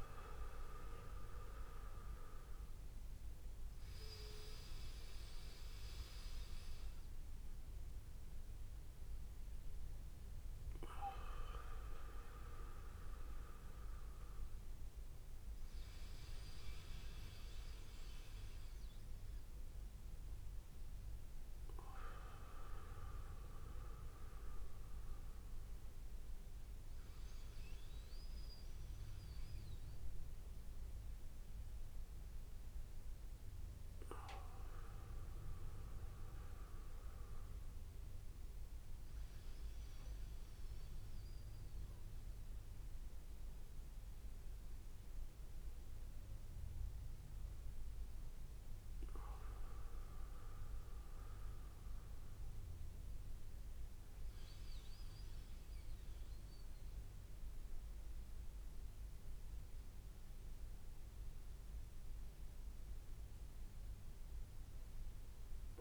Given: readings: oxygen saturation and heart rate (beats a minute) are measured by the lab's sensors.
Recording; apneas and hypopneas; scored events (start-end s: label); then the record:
breathing in sleep by a room microphone; none
none scored
From the record:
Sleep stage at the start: N2 (light sleep); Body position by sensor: on the back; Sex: male